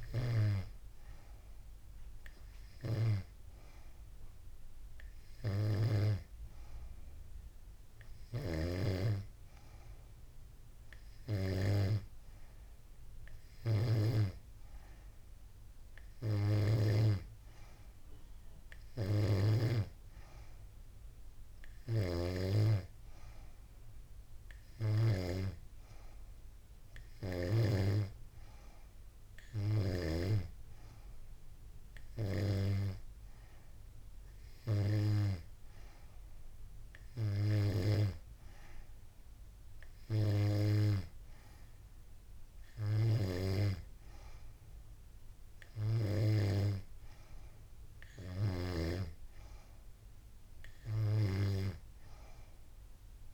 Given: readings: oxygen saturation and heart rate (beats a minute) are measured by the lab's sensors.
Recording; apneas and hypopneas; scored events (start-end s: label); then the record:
breathing in sleep by a room microphone; none
none scored
From the record:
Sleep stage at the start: N3 (deep sleep); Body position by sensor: on the back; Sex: female